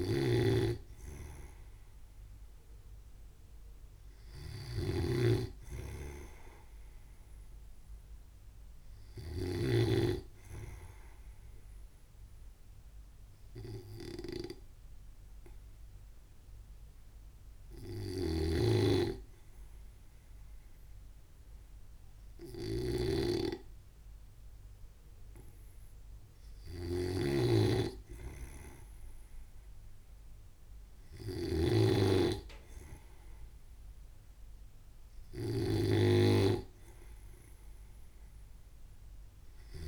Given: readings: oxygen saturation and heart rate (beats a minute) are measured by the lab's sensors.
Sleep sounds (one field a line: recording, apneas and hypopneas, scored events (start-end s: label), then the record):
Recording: breathing in sleep by a room microphone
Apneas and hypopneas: 1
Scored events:
0.00-10.50 s: snoring (device-marked)
13.00-27.50 s: hypopnea (oxygen 95% before, 93% lowest, heart rate 64 before, 64 extreme, up 0 after)
18.50-39.88 s: snoring (device-marked)
29.50-32.50 s: arousal
From the record:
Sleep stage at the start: N2 (light sleep)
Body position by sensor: on the right side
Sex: male